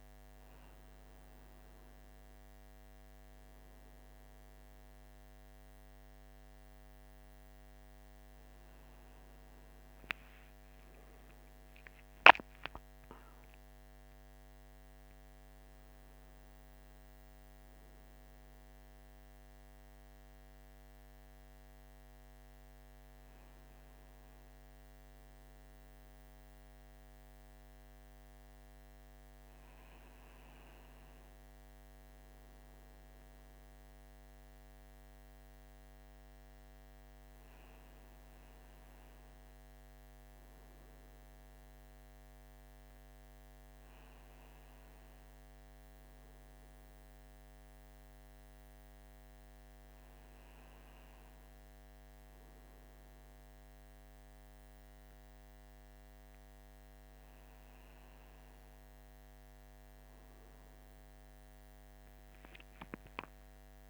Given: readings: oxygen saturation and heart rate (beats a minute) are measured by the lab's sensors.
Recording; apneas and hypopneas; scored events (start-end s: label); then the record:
a person awake in a sleep study, hard to hear, by a microphone on the trachea; none
none scored
From the record:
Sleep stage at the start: awake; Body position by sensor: on the right side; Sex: male